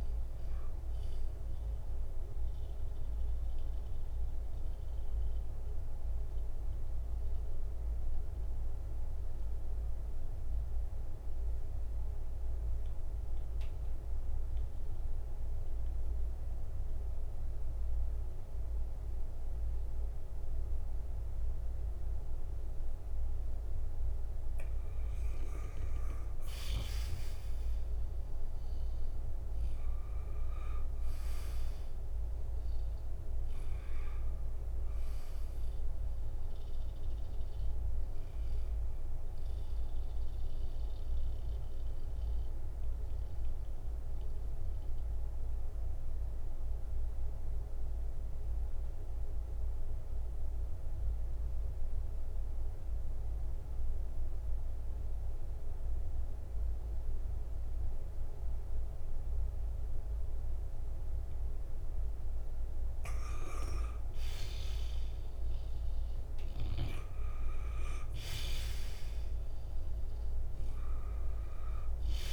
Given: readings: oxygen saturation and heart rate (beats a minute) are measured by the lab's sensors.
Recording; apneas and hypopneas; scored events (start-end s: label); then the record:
breathing in sleep, hard to hear, by a room microphone; 2
0.00-16.00 s: oxygen desaturation (device-marked, oxygen 86% lowest, heart rate 56 extreme)
2.50-24.50 s: mixed apnea (oxygen 97% before, 86% lowest, heart rate 63 before, 56 extreme, up 4 after)
26.00-31.00 s: arousal
30.00-54.00 s: oxygen desaturation (device-marked, oxygen 98% before, 91% lowest, heart rate 57 before, 57 extreme)
41.50-62.50 s: obstructive apnea (oxygen 98% before, 89% lowest, heart rate 59 before, 57 extreme, up 4 after)
64.00-68.50 s: arousal
69.00-72.33 s: oxygen desaturation (device-marked, oxygen 97% before, 89% lowest, heart rate 58 before, 56 extreme)
From the record:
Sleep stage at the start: N2 (light sleep); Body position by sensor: on the back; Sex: male